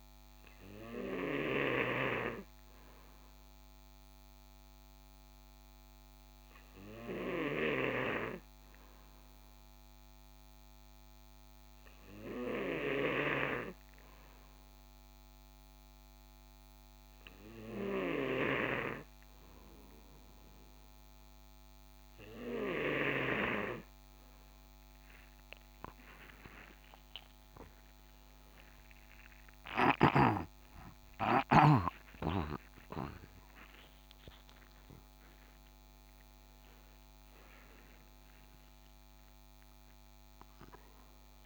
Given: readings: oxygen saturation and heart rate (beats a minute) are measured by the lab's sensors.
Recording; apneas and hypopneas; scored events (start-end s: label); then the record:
breathing in sleep by a microphone on the trachea; 1
14.50-25.50 s: hypopnea (oxygen 93% before, 90% lowest, heart rate 64 before, 67 extreme, up 22 after)
27.00-33.50 s: arousal
34.50-41.46 s: oxygen desaturation (device-marked, oxygen 93% before, 90% lowest, heart rate 73 before, 57 extreme)
From the record:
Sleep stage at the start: N2 (light sleep); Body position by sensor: on the right side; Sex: male